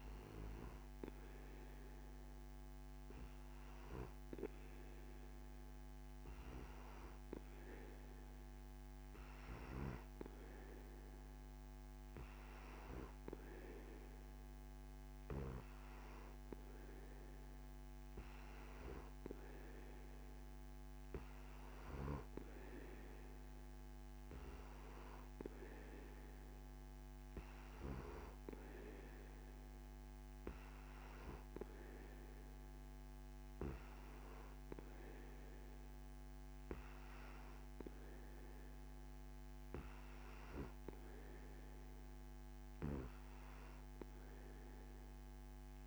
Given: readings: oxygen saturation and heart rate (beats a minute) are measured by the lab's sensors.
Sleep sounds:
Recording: breathing in sleep by a microphone on the trachea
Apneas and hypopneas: none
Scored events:
none scored
From the record:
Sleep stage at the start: N2 (light sleep)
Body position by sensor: on the back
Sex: male

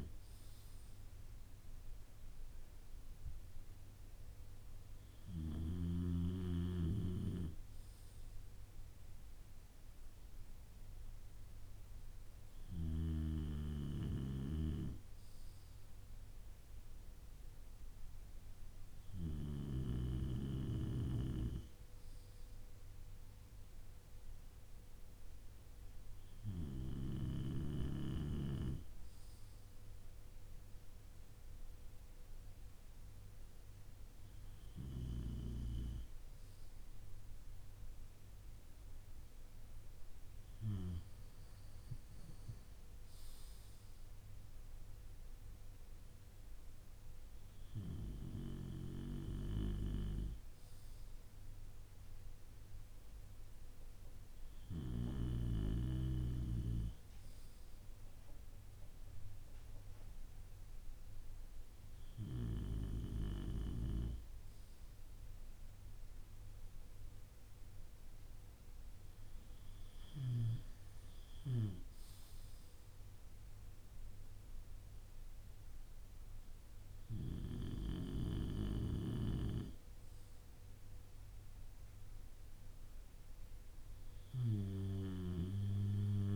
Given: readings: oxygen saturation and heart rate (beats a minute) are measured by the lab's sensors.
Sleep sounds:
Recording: breathing in sleep by a room microphone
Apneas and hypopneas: none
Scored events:
none scored
From the record:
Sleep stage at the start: N2 (light sleep)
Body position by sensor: on the back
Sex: male

